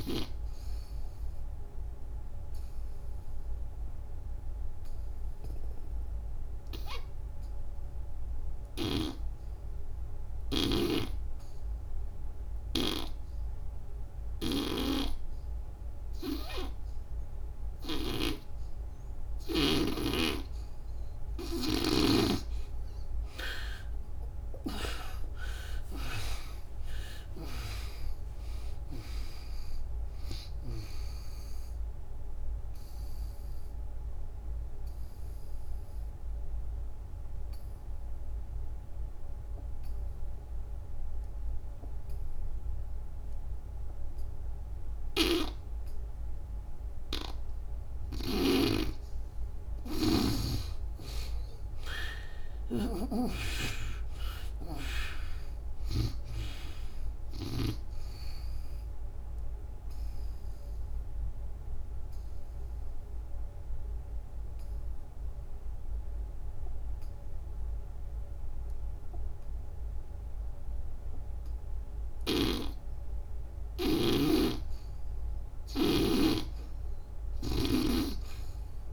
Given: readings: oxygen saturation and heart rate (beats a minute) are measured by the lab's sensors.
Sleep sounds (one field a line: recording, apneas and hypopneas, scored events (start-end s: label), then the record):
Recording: breathing in sleep by a room microphone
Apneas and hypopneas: 3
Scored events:
0.00-8.00 s: oxygen desaturation (device-marked, oxygen 79% lowest, heart rate 80 extreme)
1.00-20.00 s: obstructive apnea (oxygen 99% before, 76% lowest, heart rate 97 before, 69 extreme, up 26 after)
23.50-27.00 s: arousal
24.00-44.00 s: oxygen desaturation (device-marked, oxygen 96% before, 76% lowest, heart rate 97 before, 69 extreme)
31.00-49.00 s: obstructive apnea (oxygen 96% before, 76% lowest, heart rate 100 before, 62 extreme, up 21 after)
48.00-53.50 s: snoring (device-marked)
51.00-77.00 s: oxygen desaturation (device-marked, oxygen 97% before, 76% lowest, heart rate 90 before, 62 extreme)
51.50-55.50 s: arousal
59.50-73.00 s: obstructive apnea (oxygen 97% before, 71% lowest, heart rate 80 before, 62 extreme, up 10 after)
73.50-77.50 s: snoring (device-marked)
From the record:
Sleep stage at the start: N2 (light sleep)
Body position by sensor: on the back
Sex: female